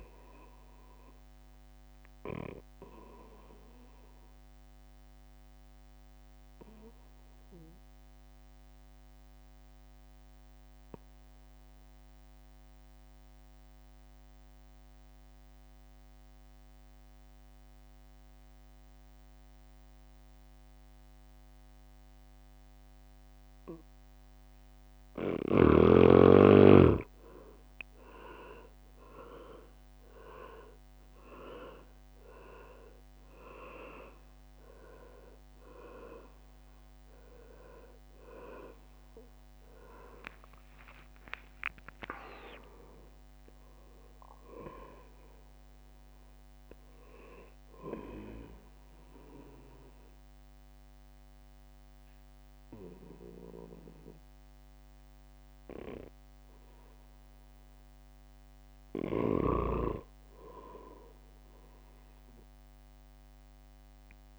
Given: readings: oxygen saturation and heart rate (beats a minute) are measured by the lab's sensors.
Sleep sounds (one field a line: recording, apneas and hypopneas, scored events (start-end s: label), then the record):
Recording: breathing in sleep by a microphone on the trachea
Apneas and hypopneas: 2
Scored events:
0.00-3.50 s: drop in pulse transit time (device-marked, heart rate 66 extreme)
0.00-7.50 s: oxygen desaturation (device-marked, oxygen 94% lowest, heart rate 62 extreme)
4.50-25.00 s: obstructive apnea (oxygen 99% before, 92% lowest, heart rate 70 before, 62 extreme, up 10 after)
26.50-49.50 s: drop in pulse transit time (device-marked, heart rate 65 before, 66 extreme)
29.00-33.50 s: arousal
32.50-52.50 s: oxygen desaturation (device-marked, oxygen 99% before, 92% lowest, heart rate 67 before, 59 extreme)
48.00-59.00 s: obstructive apnea (oxygen 99% before, 92% lowest, heart rate 70 before, 59 extreme, up 8 after)
61.00-64.39 s: arousal
From the record:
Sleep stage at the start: N2 (light sleep)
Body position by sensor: on the back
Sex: male